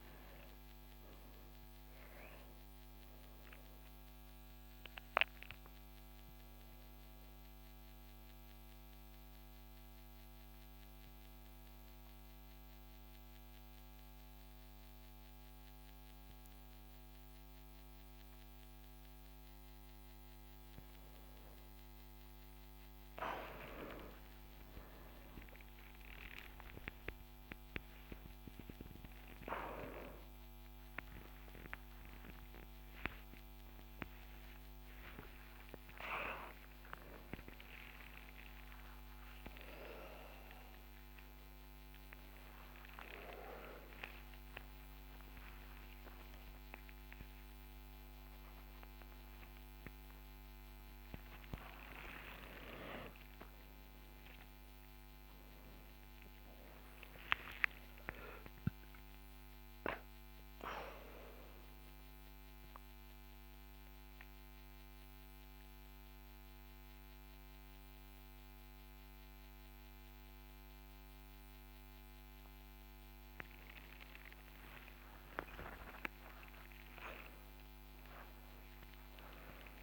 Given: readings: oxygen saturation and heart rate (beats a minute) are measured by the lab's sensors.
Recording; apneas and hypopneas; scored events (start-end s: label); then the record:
a person awake in a sleep study, by a microphone on the trachea; none
none scored
From the record:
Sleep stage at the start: awake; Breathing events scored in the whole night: 239 in 3.1 hours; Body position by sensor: upright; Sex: male